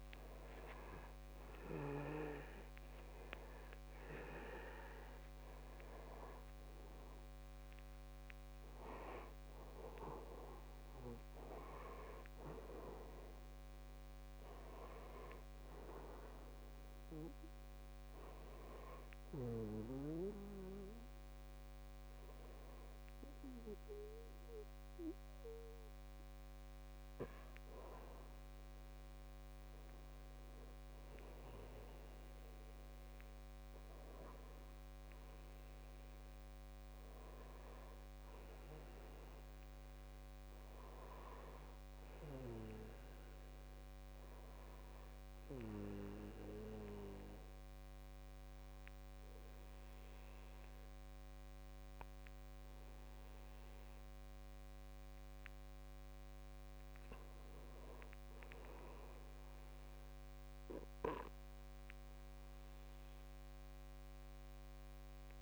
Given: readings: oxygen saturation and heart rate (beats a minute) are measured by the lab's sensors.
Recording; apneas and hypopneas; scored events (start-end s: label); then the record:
breathing in sleep by a microphone on the trachea; 2
0.00-3.50 s: arousal
4.50-17.50 s: oxygen desaturation (device-marked, oxygen 97% before, 91% lowest, heart rate 62 before, 56 extreme)
19.00-29.00 s: hypopnea (oxygen 97% before, 89% lowest, heart rate 66 before, 54 extreme, up 4 after)
31.50-35.00 s: arousal
46.00-57.00 s: obstructive apnea (oxygen 97% before, 83% lowest, heart rate 59 before, 54 extreme, up 6 after)
59.00-62.00 s: arousal
From the record:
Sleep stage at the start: N2 (light sleep); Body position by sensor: on the back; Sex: male